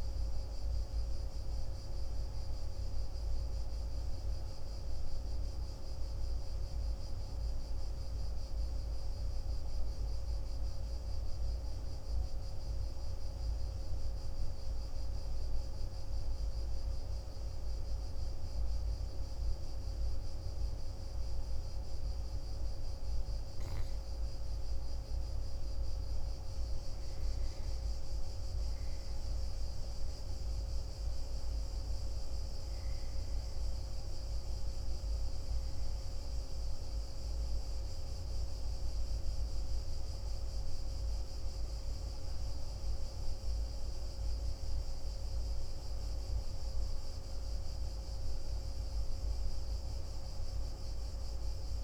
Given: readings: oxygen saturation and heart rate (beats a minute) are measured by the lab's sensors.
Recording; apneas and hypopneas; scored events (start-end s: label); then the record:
breathing in sleep, hard to hear, by a room microphone; none
6.00-51.84 s: new sleep stage, N2 (light sleep)
22.50-27.00 s: arousal
25.00-44.00 s: oxygen desaturation (device-marked, oxygen 96% before, 93% lowest, heart rate 59 before, 57 extreme)
46.50-51.84 s: arousal
From the record:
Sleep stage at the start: N1 (lightest sleep); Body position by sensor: on the back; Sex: male